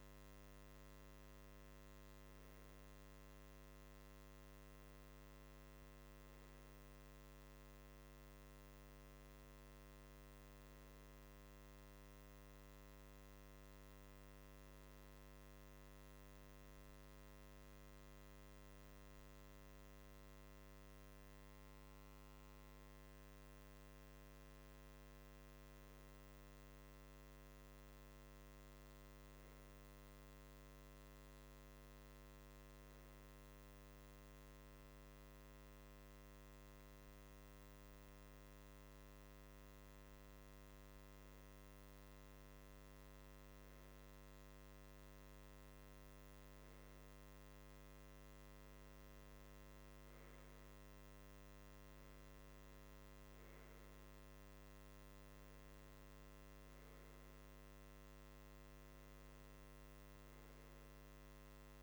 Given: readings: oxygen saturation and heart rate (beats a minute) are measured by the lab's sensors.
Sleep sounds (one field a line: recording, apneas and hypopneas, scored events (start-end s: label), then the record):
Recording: breathing in sleep, hard to hear, by a microphone on the trachea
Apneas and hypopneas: none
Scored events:
none scored
From the record:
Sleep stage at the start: REM sleep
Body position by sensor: on the right side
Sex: male